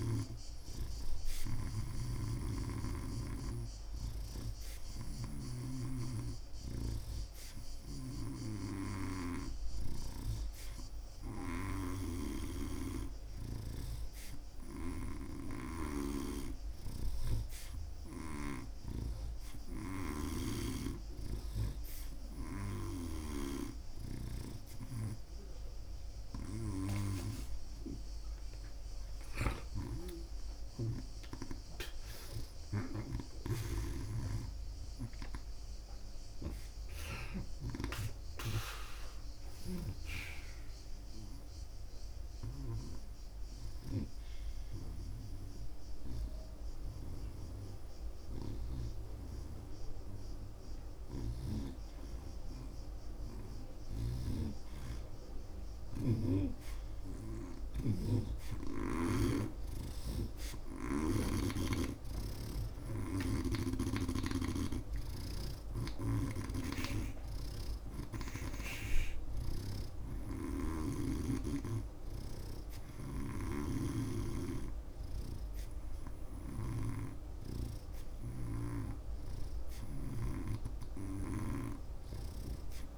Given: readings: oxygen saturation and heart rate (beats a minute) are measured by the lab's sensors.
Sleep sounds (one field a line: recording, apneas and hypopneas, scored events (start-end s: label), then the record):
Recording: breathing in sleep by a room microphone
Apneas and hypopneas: none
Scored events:
0.00-18.50 s: snoring (device-marked)
29.00-35.00 s: arousal
29.50-38.00 s: snoring (device-marked)
49.00-58.00 s: snoring (device-marked)
60.00-71.00 s: snoring (device-marked)
61.50-82.97 s: oxygen desaturation (device-marked, oxygen 91% before, 83% lowest)
73.00-82.97 s: snoring (device-marked)
From the record:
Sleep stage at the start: N2 (light sleep)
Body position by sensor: on the right side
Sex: male